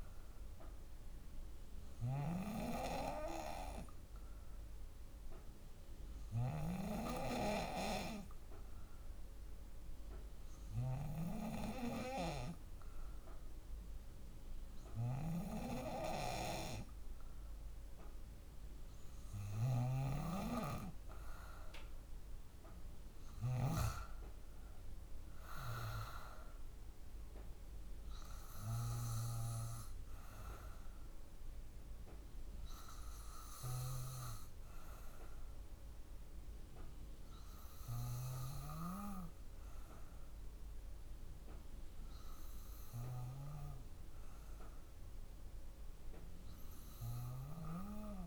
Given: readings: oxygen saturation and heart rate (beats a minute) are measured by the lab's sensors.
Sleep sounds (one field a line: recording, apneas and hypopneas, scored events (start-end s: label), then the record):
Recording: breathing in sleep by a room microphone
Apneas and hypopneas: none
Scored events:
0.00-9.00 s: oxygen desaturation (device-marked, oxygen 92% lowest, heart rate 55 extreme)
0.00-23.50 s: snoring (device-marked)
From the record:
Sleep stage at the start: N2 (light sleep)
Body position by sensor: on the back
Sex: female